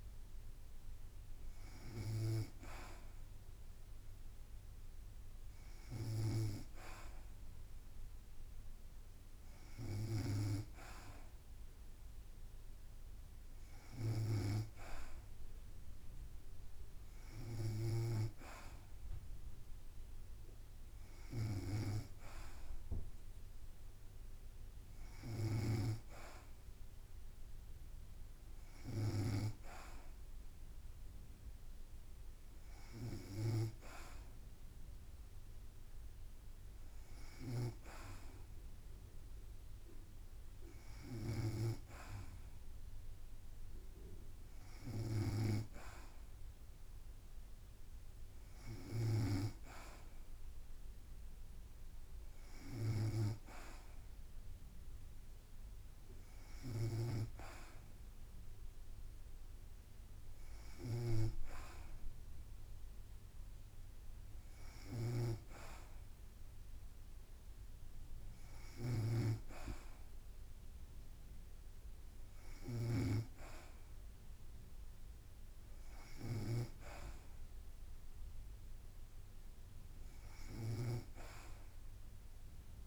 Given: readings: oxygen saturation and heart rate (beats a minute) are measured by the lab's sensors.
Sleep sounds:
breathing in sleep by a room microphone; none
3.50-5.50 s: long interval between heartbeats (device-marked, heart rate 57 before, 59 extreme)
65.00-82.87 s: snoring (device-marked)
From the record:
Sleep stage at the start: N2 (light sleep); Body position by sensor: on the back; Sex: female

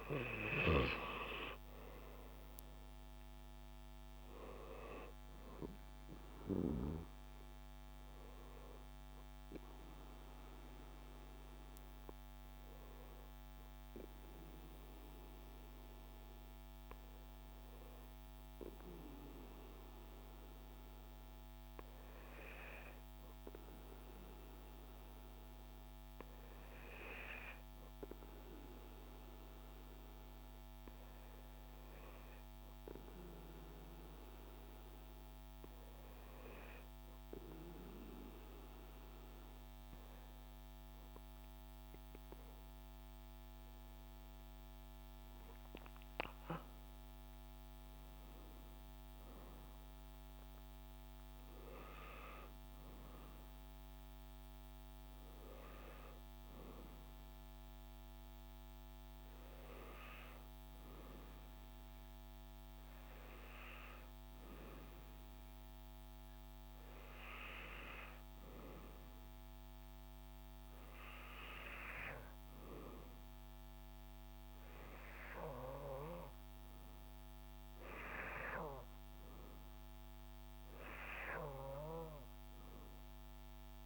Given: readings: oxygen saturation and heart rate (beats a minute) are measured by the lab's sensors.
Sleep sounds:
breathing in sleep by a microphone on the trachea; 2
0.00-23.50 s: oxygen desaturation (device-marked, oxygen 93% lowest, heart rate 63 extreme)
10.00-39.50 s: hypopnea (oxygen 97% before, 93% lowest, heart rate 75 before, 63 extreme, up 6 after)
42.00-44.50 s: arousal
58.50-77.50 s: hypopnea (oxygen 99% before, 90% lowest, heart rate 69 before, 65 extreme, up 9 after)
75.50-83.86 s: oxygen desaturation (device-marked, oxygen 98% before, 90% lowest, heart rate 66 before, 65 extreme)
79.50-82.50 s: arousal
From the record:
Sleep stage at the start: N2 (light sleep); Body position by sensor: on the back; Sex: male

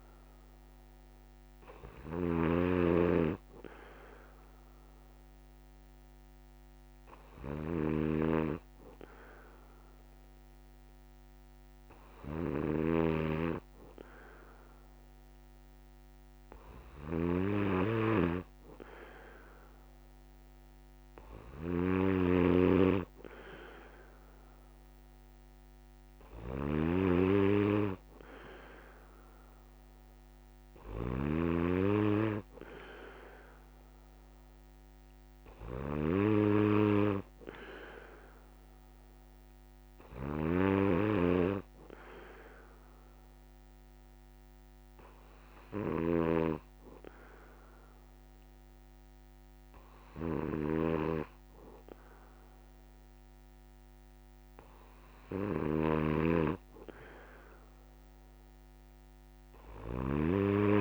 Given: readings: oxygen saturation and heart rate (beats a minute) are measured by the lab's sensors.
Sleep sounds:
breathing in sleep by a microphone on the trachea; none
0.00-9.50 s: oxygen desaturation (device-marked, oxygen 93% lowest)
0.00-60.81 s: snoring (device-marked)
From the record:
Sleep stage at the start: N2 (light sleep); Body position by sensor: on the back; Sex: male

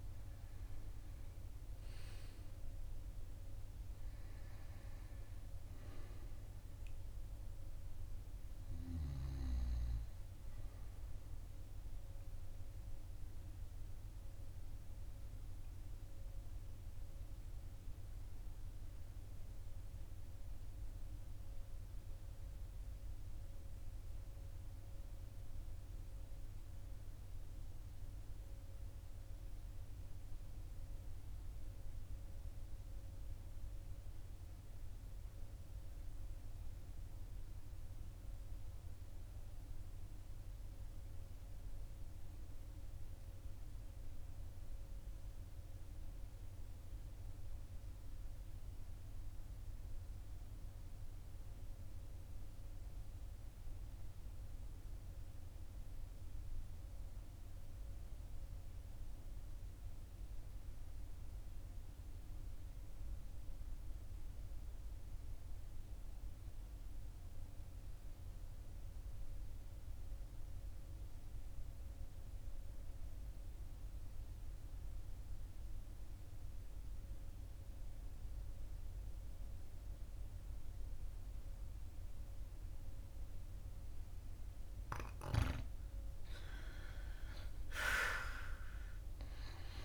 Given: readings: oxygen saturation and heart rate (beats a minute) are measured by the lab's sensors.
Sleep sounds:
breathing in sleep, hard to hear, by a room microphone; 1
0.00-22.50 s: oxygen desaturation (device-marked, oxygen 81% lowest, heart rate 42 extreme)
13.00-85.50 s: obstructive apnea (oxygen 90% before, 75% lowest, heart rate 50 before, 42 extreme, up 11 after)
48.50-89.84 s: oxygen desaturation (device-marked, oxygen 99% before, 75% lowest, heart rate 42 before, 42 extreme)
87.50-89.84 s: arousal
From the record:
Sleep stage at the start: REM sleep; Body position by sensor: on the right side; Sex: male

